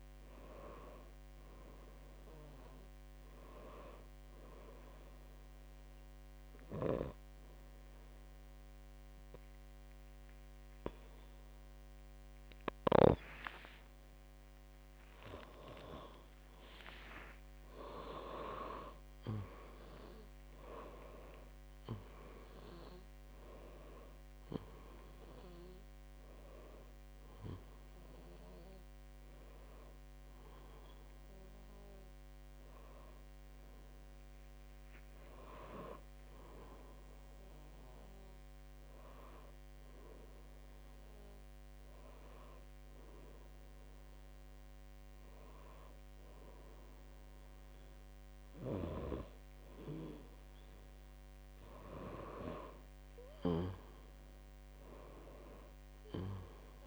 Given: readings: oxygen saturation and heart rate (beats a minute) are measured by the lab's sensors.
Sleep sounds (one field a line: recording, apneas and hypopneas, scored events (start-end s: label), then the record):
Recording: breathing in sleep by a microphone on the trachea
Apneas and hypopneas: 2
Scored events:
4.50-15.50 s: obstructive apnea (oxygen 96% before, 94% lowest, heart rate 66 before, 59 extreme, up 38 after)
16.00-20.00 s: arousal
39.00-52.00 s: hypopnea (oxygen 96% before, 95% lowest, heart rate 70 before, 62 extreme, up 6 after)
From the record:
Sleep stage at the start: N2 (light sleep)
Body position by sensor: on the back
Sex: female